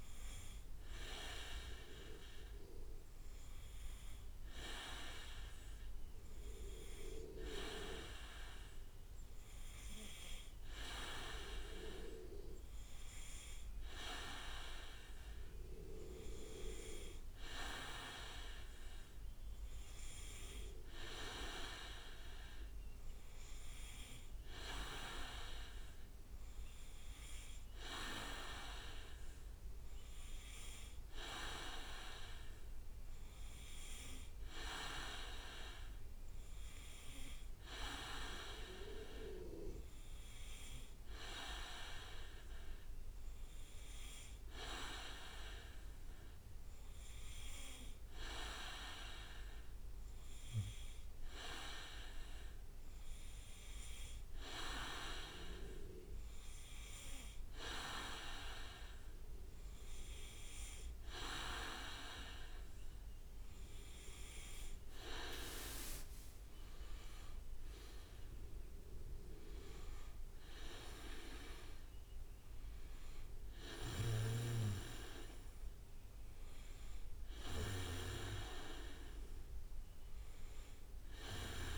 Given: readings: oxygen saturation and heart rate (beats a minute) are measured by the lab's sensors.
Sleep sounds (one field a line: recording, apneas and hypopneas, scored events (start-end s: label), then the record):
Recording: breathing in sleep by a room microphone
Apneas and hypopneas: none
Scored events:
11.00-13.50 s: leg movement (device-marked)
64.00-68.00 s: leg movement (device-marked)
From the record:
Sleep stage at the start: N2 (light sleep)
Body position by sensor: on the back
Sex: male